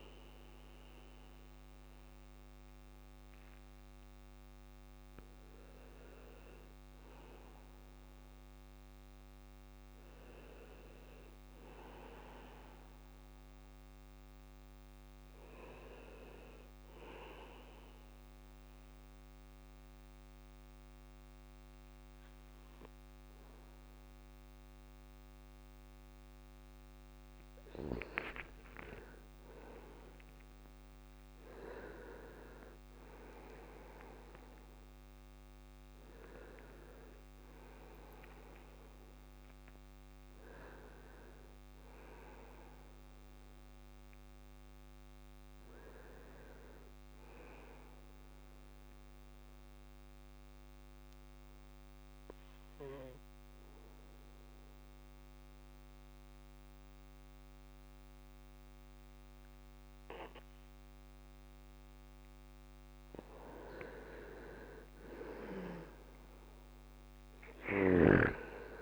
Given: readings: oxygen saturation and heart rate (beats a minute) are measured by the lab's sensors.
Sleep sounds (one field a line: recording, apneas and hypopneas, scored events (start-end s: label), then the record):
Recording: a person partly awake in a sleep study, by a microphone on the trachea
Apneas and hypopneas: 2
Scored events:
0.00-23.00 s: bradycardia (device-marked, heart rate 52 extreme)
15.00-45.00 s: new sleep stage, N1 (lightest sleep)
17.00-27.00 s: obstructive apnea (oxygen 99% before, 94% lowest, heart rate 56 before, 58 extreme, up 6 after)
28.50-32.50 s: arousal
37.00-57.00 s: drop in pulse transit time (device-marked, heart rate 60 before, 59 extreme)
45.00-68.82 s: new sleep stage, N2 (light sleep)
46.50-61.00 s: obstructive apnea (oxygen 98% before, 94% lowest, heart rate 62 before, 58 extreme, up 3 after)
48.00-57.00 s: bradycardia (device-marked, heart rate 60 before, 59 extreme)
63.00-66.00 s: arousal
66.00-68.82 s: bradycardia (device-marked, heart rate 60 before, 58 extreme)
66.50-68.82 s: snoring (device-marked)
From the record:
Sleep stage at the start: awake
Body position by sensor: on the back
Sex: male